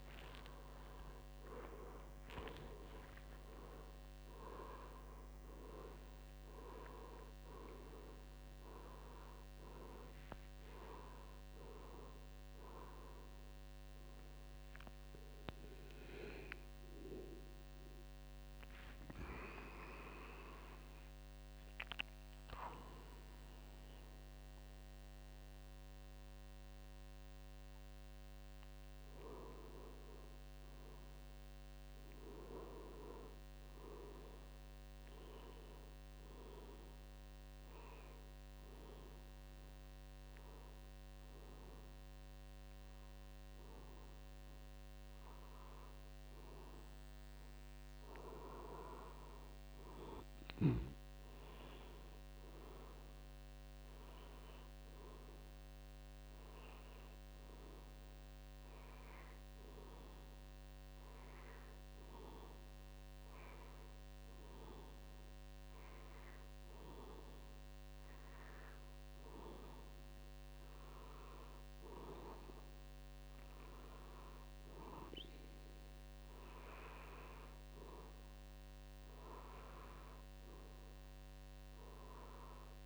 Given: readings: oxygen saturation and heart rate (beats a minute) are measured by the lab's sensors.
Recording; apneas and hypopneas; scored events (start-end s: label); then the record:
a person partly awake in a sleep study, by a microphone on the trachea; 2
3.50-12.50 s: oxygen desaturation (device-marked, oxygen 96% before, 92% lowest, heart rate 99 before, 86 extreme)
6.00-8.00 s: long interval between heartbeats (device-marked, heart rate 98 before, 105 extreme)
30.50-82.86 s: new sleep stage, N2 (light sleep)
37.00-48.00 s: obstructive apnea (oxygen 94% before, 89% lowest, heart rate 92 before, 82 extreme, up 0 after)
37.50-48.50 s: oxygen desaturation (device-marked, oxygen 97% before, 91% lowest, heart rate 92 before, 82 extreme)
49.50-53.50 s: arousal
54.50-67.50 s: oxygen desaturation (device-marked, oxygen 96% before, 89% lowest, heart rate 85 before, 82 extreme)
60.50-73.50 s: hypopnea (oxygen 97% before, 89% lowest, heart rate 84 before, 82 extreme, up 2 after)
74.50-82.86 s: oxygen desaturation (device-marked, oxygen 95% before, 90% lowest, heart rate 84 before, 83 extreme)
76.00-80.50 s: arousal
From the record:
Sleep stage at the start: awake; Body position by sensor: on the back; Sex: male